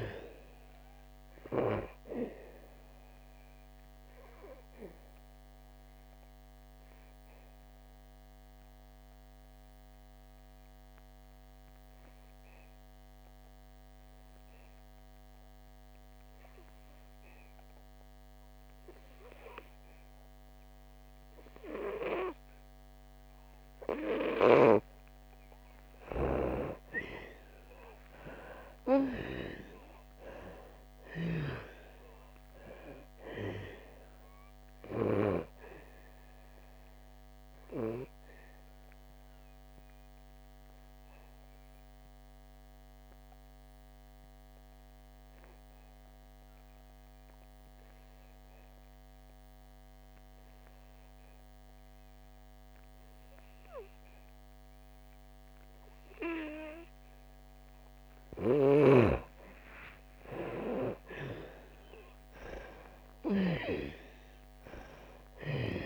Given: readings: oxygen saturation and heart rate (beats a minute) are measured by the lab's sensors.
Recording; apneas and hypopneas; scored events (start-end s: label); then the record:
breathing in sleep by a microphone on the trachea; 2
0.00-19.00 s: oxygen desaturation (device-marked, oxygen 85% lowest, heart rate 59 extreme)
3.50-26.00 s: obstructive apnea (oxygen 99% before, 84% lowest, heart rate 65 before, 57 extreme, up 8 after)
25.00-55.00 s: oxygen desaturation (device-marked, oxygen 98% before, 84% lowest, heart rate 65 before, 57 extreme)
28.50-32.00 s: arousal
38.00-57.50 s: obstructive apnea (oxygen 98% before, 84% lowest, heart rate 69 before, 57 extreme, up 21 after)
59.50-63.50 s: arousal
From the record:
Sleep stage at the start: N2 (light sleep); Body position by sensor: on the back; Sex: female